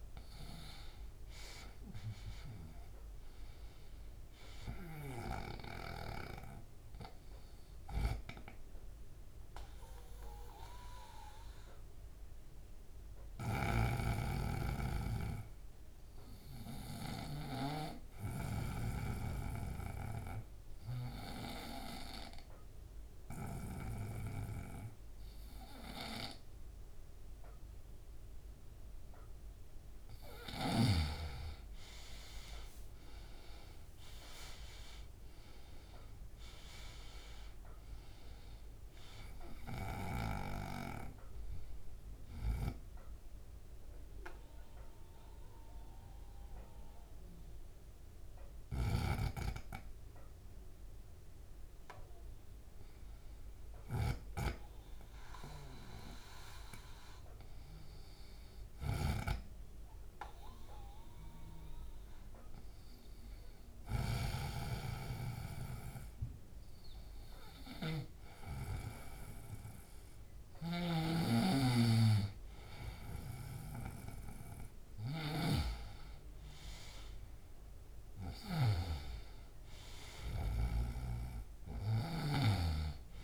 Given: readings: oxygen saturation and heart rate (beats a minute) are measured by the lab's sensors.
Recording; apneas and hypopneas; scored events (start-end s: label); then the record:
breathing in sleep by a room microphone; 2
0.00-4.50 s: arousal
5.50-23.50 s: oxygen desaturation (device-marked, oxygen 97% before, 92% lowest, heart rate 72 before, 69 extreme)
8.50-28.50 s: obstructive apnea (oxygen 97% before, 90% lowest, heart rate 74 before, 69 extreme, up 10 after)
13.00-17.50 s: snoring (device-marked)
31.50-60.50 s: oxygen desaturation (device-marked, oxygen 97% before, 90% lowest, heart rate 155 before, 69 extreme)
32.00-37.50 s: arousal
45.00-71.50 s: hypopnea (oxygen 97% before, 89% lowest, heart rate 146 before, 69 extreme, up 0 after)
48.50-68.00 s: snoring (device-marked)
70.00-78.50 s: snoring (device-marked)
76.00-79.50 s: arousal
From the record:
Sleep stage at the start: N2 (light sleep); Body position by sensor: on the right side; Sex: male